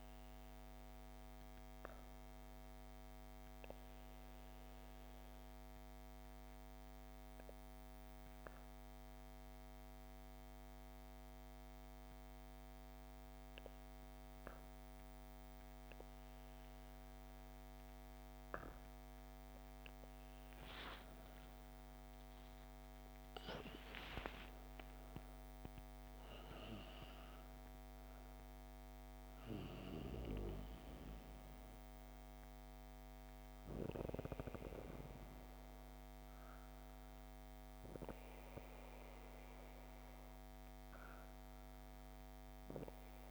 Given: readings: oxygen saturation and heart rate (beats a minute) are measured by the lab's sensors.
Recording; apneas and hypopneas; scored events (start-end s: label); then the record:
breathing in sleep by a microphone on the trachea; 1
3.50-17.00 s: hypopnea (oxygen 97% before, 94% lowest, heart rate 71 before, 58 extreme, up 15 after)
20.00-25.50 s: arousal
From the record:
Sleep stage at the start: N2 (light sleep); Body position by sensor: on the back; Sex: female